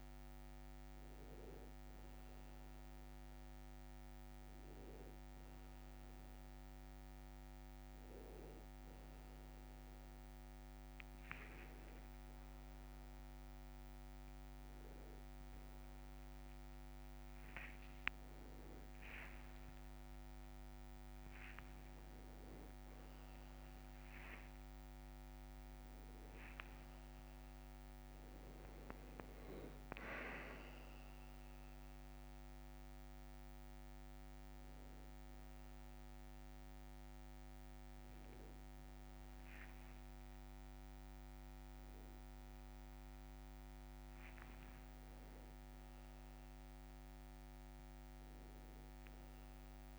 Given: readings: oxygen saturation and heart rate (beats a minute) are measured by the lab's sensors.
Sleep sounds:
breathing in sleep, hard to hear, by a microphone on the trachea; none
11.00-20.00 s: tachycardia (device-marked, heart rate 79 before, 142 extreme)
12.00-49.99 s: new sleep stage, N2 (light sleep)
15.50-17.50 s: long interval between heartbeats (device-marked, heart rate 69 before, 129 extreme)
19.00-21.00 s: long interval between heartbeats (device-marked, heart rate 83 before, 132 extreme)
21.00-23.00 s: long interval between heartbeats (device-marked, heart rate 90 before, 109 extreme)
21.00-26.00 s: arousal
39.50-41.50 s: long interval between heartbeats (device-marked, heart rate 81 before, 66 extreme)
44.00-46.00 s: long interval between heartbeats (device-marked, heart rate 69 before, 77 extreme)
46.50-49.50 s: arousal
From the record:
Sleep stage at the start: N1 (lightest sleep); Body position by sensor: on the back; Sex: male

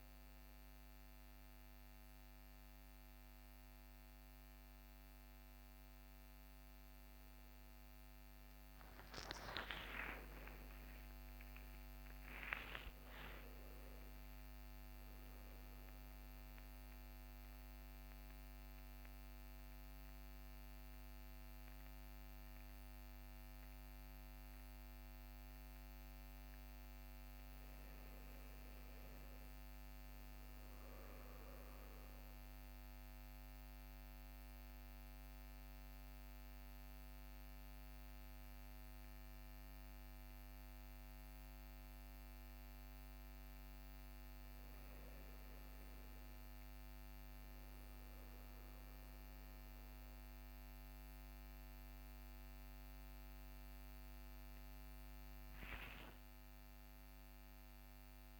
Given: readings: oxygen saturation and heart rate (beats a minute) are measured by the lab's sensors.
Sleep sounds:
a person awake in a sleep study, by a microphone on the trachea; none
52.00-58.40 s: oxygen desaturation (device-marked, oxygen 97% before, 93% lowest, heart rate 67 before, 67 extreme)
From the record:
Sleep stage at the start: awake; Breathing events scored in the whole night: 219 in 7.0 hours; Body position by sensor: on the back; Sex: male

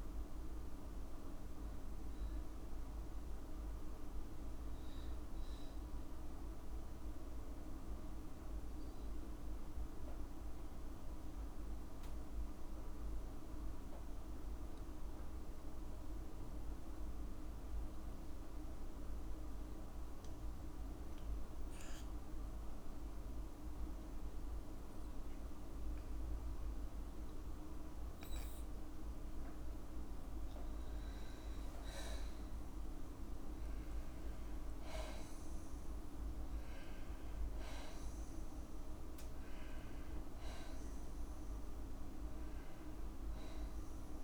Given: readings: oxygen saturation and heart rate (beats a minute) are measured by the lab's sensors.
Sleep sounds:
breathing in sleep, hard to hear, by a room microphone; 1
2.50-17.50 s: oxygen desaturation (device-marked, oxygen 96% before, 92% lowest, heart rate 63 before, 55 extreme)
10.50-25.50 s: obstructive apnea (oxygen 96% before, 92% lowest, heart rate 58 before, 56 extreme, up 1 after)
29.50-32.50 s: arousal
From the record:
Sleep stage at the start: N2 (light sleep); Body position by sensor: on the back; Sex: female

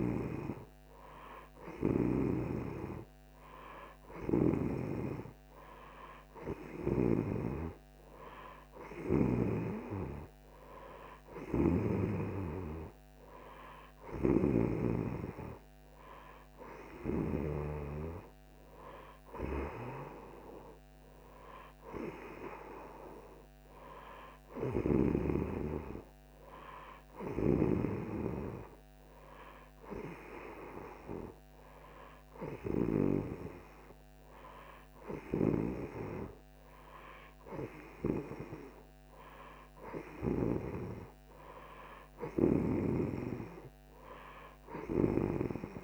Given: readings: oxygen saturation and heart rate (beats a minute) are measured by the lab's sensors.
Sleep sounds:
breathing in sleep by a microphone on the trachea; none
0.00-2.00 s: snoring (device-marked)
44.00-45.84 s: new sleep stage, N2 (light sleep)
From the record:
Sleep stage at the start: N3 (deep sleep); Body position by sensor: on the right side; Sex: female

